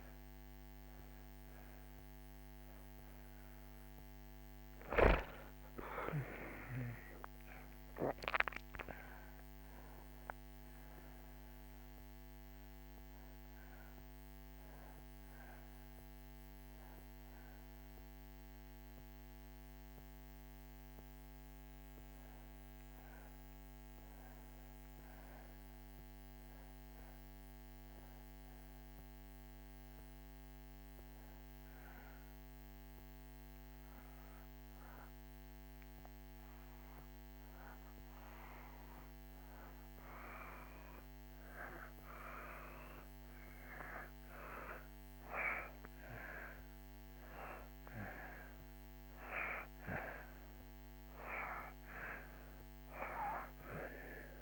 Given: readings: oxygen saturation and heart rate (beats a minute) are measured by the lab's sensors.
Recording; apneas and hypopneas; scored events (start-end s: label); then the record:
a person awake in a sleep study, by a microphone on the trachea; 1
0.00-9.50 s: oxygen desaturation (device-marked, oxygen 78% lowest)
28.50-54.42 s: new sleep stage, N1 (lightest sleep)
32.50-42.50 s: obstructive apnea (oxygen 96% before, 82% lowest)
40.50-54.42 s: oxygen desaturation (device-marked, oxygen 96% before, 84% lowest)
44.50-49.50 s: arousal
From the record:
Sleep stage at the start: awake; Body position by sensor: on the back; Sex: male